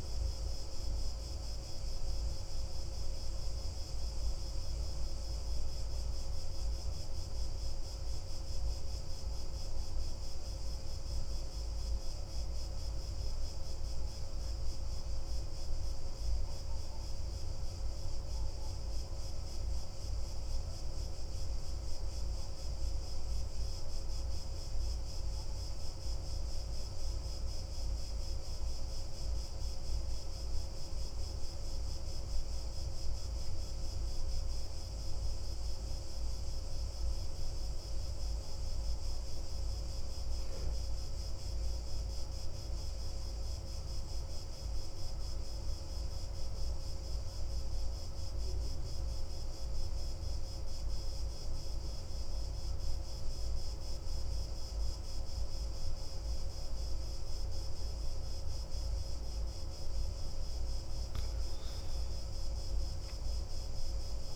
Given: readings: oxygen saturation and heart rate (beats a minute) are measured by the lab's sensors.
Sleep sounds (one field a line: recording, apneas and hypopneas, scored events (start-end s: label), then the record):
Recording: breathing in sleep, hard to hear, by a room microphone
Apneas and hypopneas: 1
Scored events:
0.00-20.00 s: oxygen desaturation (device-marked, oxygen 89% lowest, heart rate 28 extreme)
7.00-58.50 s: obstructive apnea (oxygen 93% before, 87% lowest, heart rate 38 before, 43 extreme, up 3 after)
43.00-64.36 s: oxygen desaturation (device-marked, oxygen 97% before, 87% lowest, heart rate 44 before, 42 extreme)
61.00-64.36 s: arousal
From the record:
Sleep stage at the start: N2 (light sleep)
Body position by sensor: on the back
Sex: male